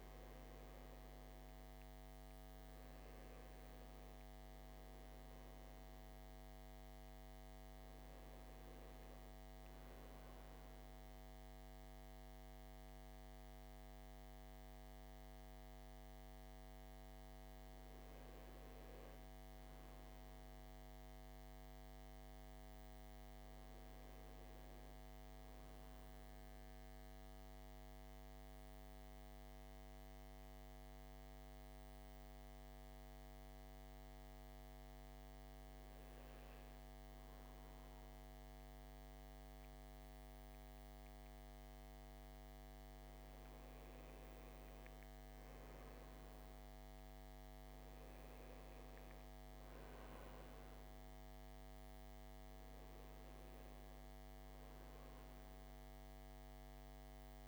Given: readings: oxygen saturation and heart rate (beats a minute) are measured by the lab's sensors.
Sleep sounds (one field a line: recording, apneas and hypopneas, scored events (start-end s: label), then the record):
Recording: breathing in sleep, hard to hear, by a microphone on the trachea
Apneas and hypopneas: 1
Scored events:
0.00-14.50 s: oxygen desaturation (device-marked, oxygen 88% lowest, heart rate 57 extreme)
16.50-46.50 s: new sleep stage, N2 (light sleep)
26.00-43.00 s: mixed apnea (oxygen 100% before, 91% lowest, heart rate 60 before, 54 extreme, up 11 after)
42.50-57.48 s: oxygen desaturation (device-marked, oxygen 100% before, 91% lowest, heart rate 58 before, 58 extreme)
44.50-49.50 s: arousal
46.50-57.48 s: new sleep stage, N1 (lightest sleep)
From the record:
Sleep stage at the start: N1 (lightest sleep)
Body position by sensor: on the back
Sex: male